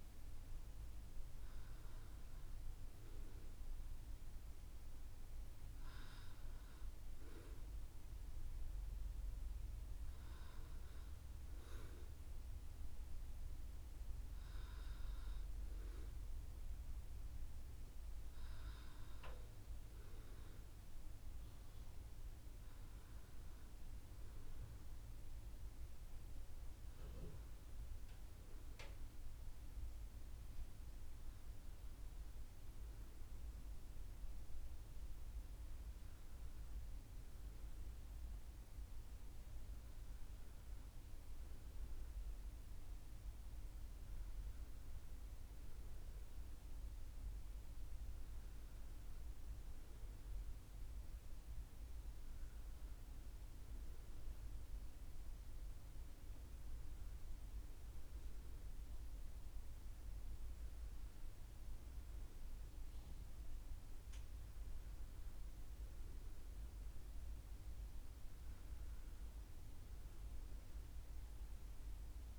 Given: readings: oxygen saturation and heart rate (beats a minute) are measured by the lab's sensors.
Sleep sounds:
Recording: breathing in sleep, hard to hear, by a room microphone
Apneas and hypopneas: none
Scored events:
none scored
From the record:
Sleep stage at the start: N2 (light sleep)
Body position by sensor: on the back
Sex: female

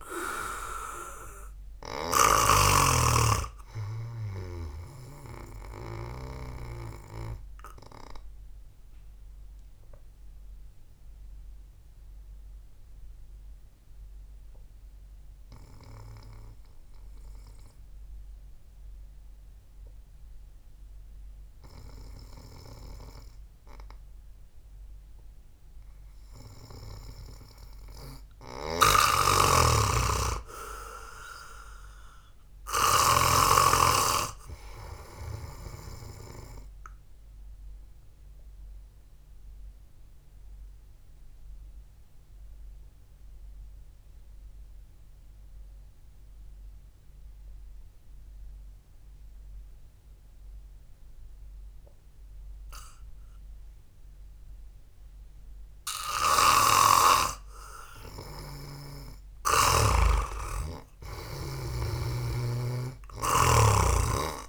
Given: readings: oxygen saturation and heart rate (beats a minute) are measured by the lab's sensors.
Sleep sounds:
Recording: breathing in sleep by a room microphone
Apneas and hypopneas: 2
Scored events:
0.00-3.50 s: snoring (device-marked)
1.50-27.50 s: oxygen desaturation (device-marked, oxygen 98% before, 89% lowest, heart rate 61 before, 53 extreme)
8.00-23.50 s: obstructive apnea (oxygen 98% before, 89% lowest, heart rate 59 before, 53 extreme, up 3 after)
29.00-33.00 s: arousal
29.50-34.00 s: snoring (device-marked)
39.00-57.50 s: obstructive apnea (oxygen 98% before, 88% lowest, heart rate 61 before, 53 extreme)
41.50-55.50 s: oxygen desaturation (device-marked, oxygen 97% before, 90% lowest, heart rate 60 before, 53 extreme)
60.00-63.50 s: arousal
63.00-64.49 s: snoring (device-marked)
From the record:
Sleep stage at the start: N2 (light sleep)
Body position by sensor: on the back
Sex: male

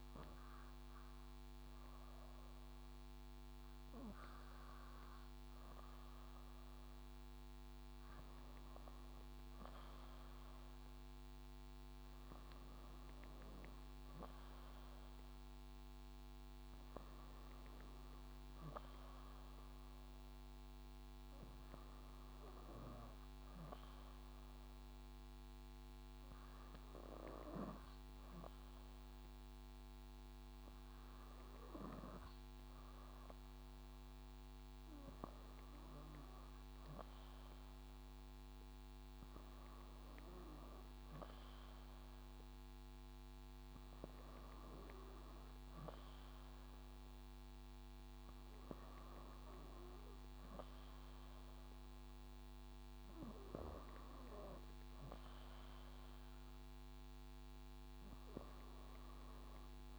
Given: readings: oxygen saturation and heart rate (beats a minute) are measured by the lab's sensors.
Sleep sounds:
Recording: breathing in sleep by a microphone on the trachea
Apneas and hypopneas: none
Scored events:
7.00-23.00 s: drop in pulse transit time (device-marked, heart rate 63 before, 54 extreme)
50.00-59.99 s: drop in pulse transit time (device-marked, heart rate 60 before, 59 extreme)
From the record:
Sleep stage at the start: N2 (light sleep)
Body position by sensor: on the back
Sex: female

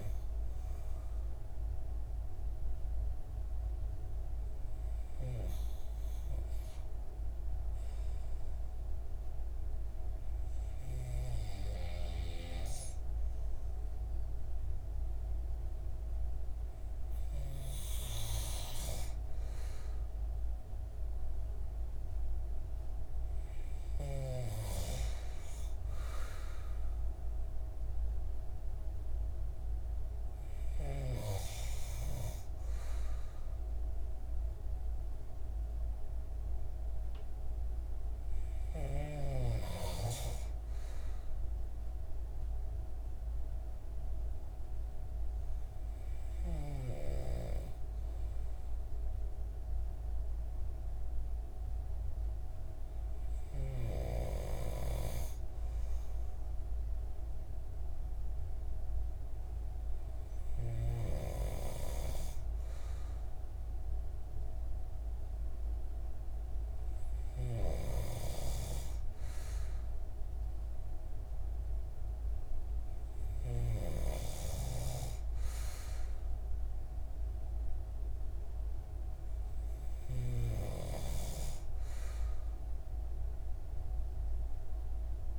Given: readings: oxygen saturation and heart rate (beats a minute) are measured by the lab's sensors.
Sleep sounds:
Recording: breathing in sleep by a room microphone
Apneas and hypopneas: none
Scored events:
none scored
From the record:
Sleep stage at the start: N2 (light sleep)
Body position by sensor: on the right side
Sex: male

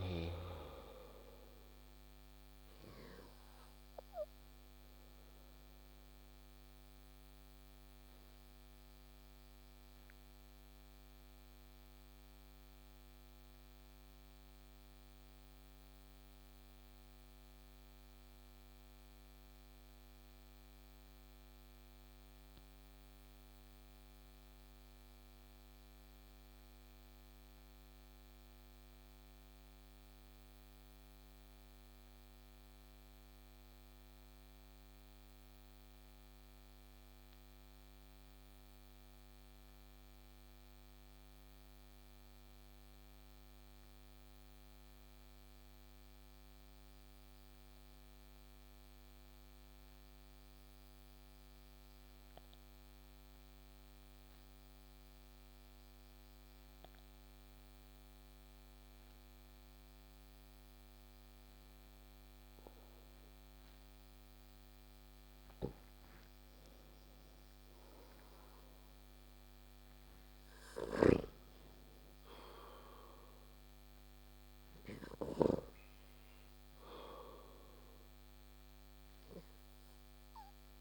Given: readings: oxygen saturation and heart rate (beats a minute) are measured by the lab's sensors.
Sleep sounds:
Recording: breathing in sleep by a microphone on the trachea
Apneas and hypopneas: 1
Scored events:
0.00-26.50 s: oxygen desaturation (device-marked, oxygen 86% lowest)
2.00-63.50 s: obstructive apnea (oxygen 96% before, 86% lowest)
52.50-80.81 s: oxygen desaturation (device-marked, oxygen 97% before, 90% lowest)
65.50-70.50 s: arousal
From the record:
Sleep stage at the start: N2 (light sleep)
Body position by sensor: on the back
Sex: male

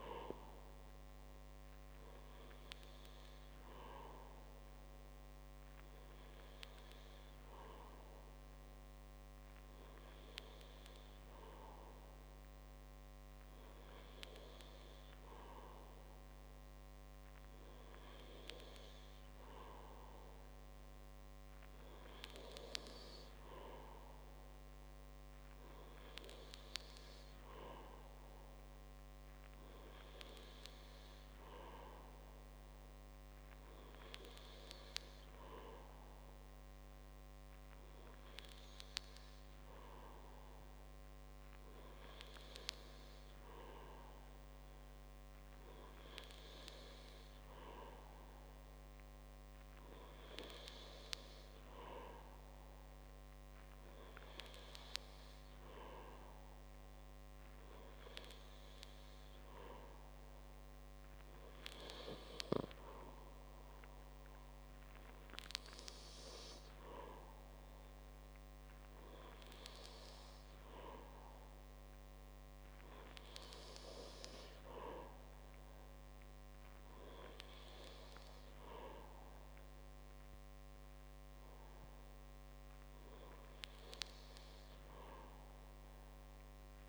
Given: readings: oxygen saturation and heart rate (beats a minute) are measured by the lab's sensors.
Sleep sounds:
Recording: breathing in sleep by a microphone on the trachea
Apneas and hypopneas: none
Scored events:
none scored
From the record:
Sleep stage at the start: N2 (light sleep)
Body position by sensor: on the back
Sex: male

